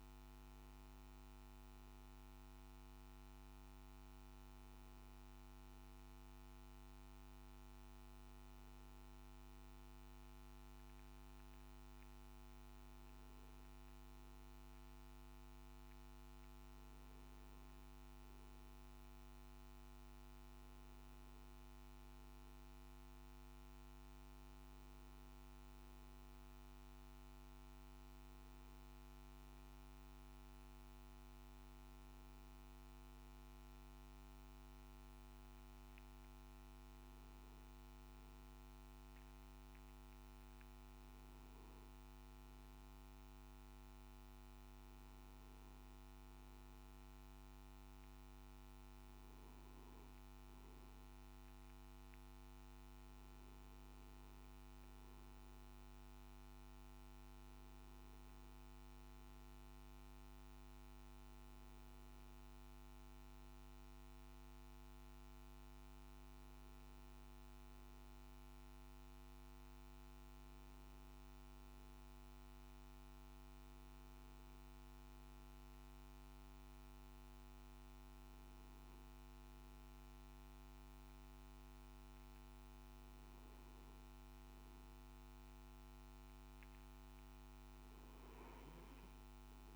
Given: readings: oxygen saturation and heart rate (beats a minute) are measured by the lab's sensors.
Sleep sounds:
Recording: breathing in sleep, hard to hear, by a microphone on the trachea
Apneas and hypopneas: none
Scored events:
none scored
From the record:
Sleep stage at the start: N2 (light sleep)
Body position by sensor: on the back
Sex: male

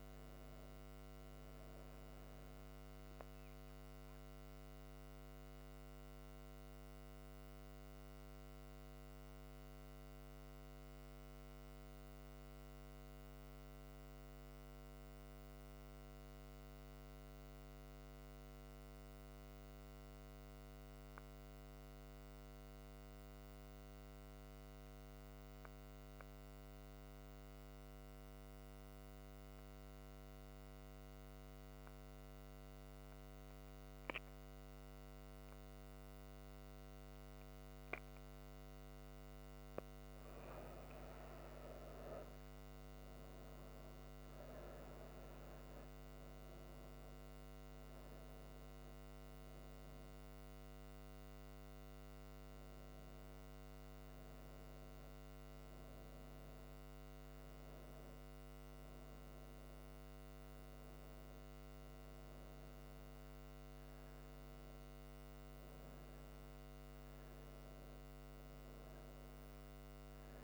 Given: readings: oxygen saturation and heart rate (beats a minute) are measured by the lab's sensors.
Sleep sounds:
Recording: breathing in sleep, hard to hear, by a microphone on the trachea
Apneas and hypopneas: 1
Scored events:
0.00-2.00 s: oxygen desaturation (device-marked, oxygen 90% lowest)
2.00-38.00 s: mixed apnea (oxygen 97% before, 90% lowest)
33.00-65.00 s: oxygen desaturation (device-marked, oxygen 98% before, 91% lowest)
39.50-43.50 s: arousal
From the record:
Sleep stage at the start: N2 (light sleep)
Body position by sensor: on the right side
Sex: female

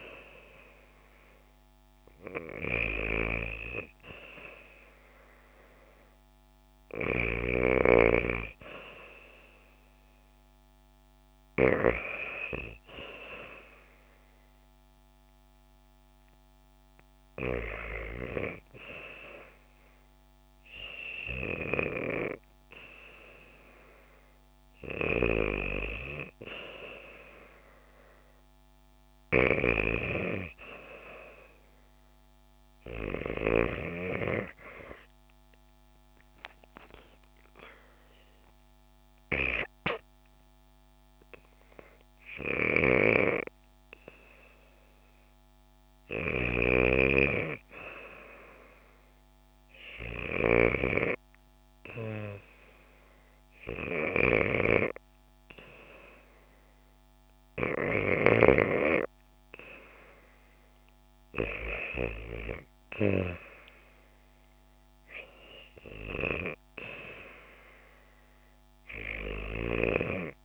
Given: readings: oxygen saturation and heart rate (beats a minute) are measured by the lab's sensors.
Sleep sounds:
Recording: breathing in sleep by a microphone on the trachea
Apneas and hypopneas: 1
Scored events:
2.00-11.50 s: snoring (device-marked)
24.50-33.50 s: snoring (device-marked)
26.00-29.50 s: arousal
33.00-44.00 s: hypopnea (oxygen 97% before, 94% lowest, heart rate 74 before, 76 extreme, up 0 after)
42.00-62.00 s: snoring (device-marked)
45.50-49.00 s: arousal
69.00-70.45 s: snoring (device-marked)
From the record:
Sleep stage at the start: REM sleep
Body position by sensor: on the back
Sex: female

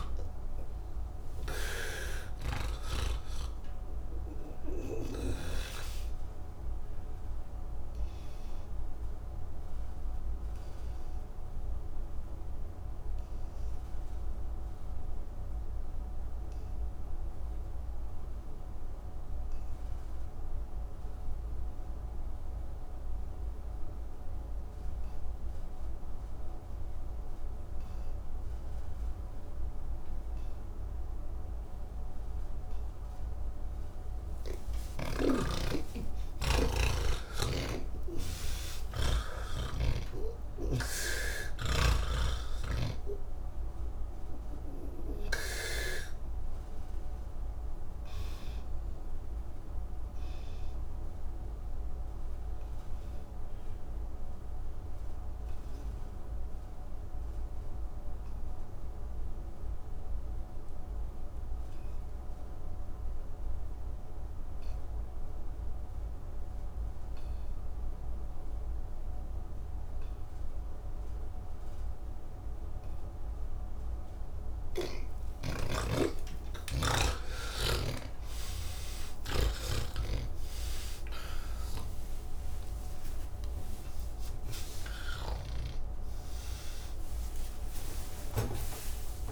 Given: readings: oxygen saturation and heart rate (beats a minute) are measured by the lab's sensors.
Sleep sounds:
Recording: breathing in sleep by a room microphone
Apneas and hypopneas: 2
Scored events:
0.00-3.00 s: snoring (device-marked)
0.00-20.50 s: oxygen desaturation (device-marked, oxygen 80% lowest, heart rate 60 extreme)
7.00-34.00 s: obstructive apnea (oxygen 98% before, 80% lowest, heart rate 117 before, 86 extreme)
30.50-37.50 s: oxygen desaturation (device-marked, oxygen 99% before, 93% lowest, heart rate 121 before, 110 extreme)
37.50-45.00 s: snoring (device-marked)
43.50-62.50 s: oxygen desaturation (device-marked, oxygen 94% before, 82% lowest, heart rate 136 before, 104 extreme)
45.00-73.00 s: obstructive apnea (oxygen 99% before, 82% lowest, heart rate 136 before, 79 extreme)
69.50-85.50 s: oxygen desaturation (device-marked, oxygen 98% before, 89% lowest, heart rate 134 before, 79 extreme)
74.50-78.00 s: snoring (device-marked)
From the record:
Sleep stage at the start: N1 (lightest sleep)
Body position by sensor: on the back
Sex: male

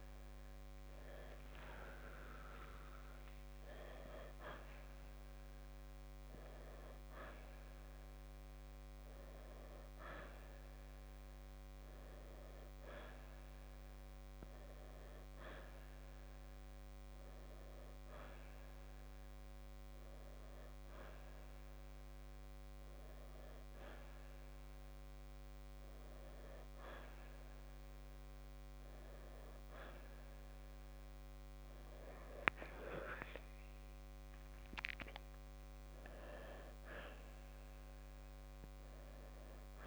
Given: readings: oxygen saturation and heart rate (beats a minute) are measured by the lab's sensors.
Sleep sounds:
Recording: breathing in sleep by a microphone on the trachea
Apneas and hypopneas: none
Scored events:
31.50-39.87 s: new sleep stage, N2 (light sleep)
From the record:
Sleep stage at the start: N1 (lightest sleep)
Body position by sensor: on the right side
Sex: male

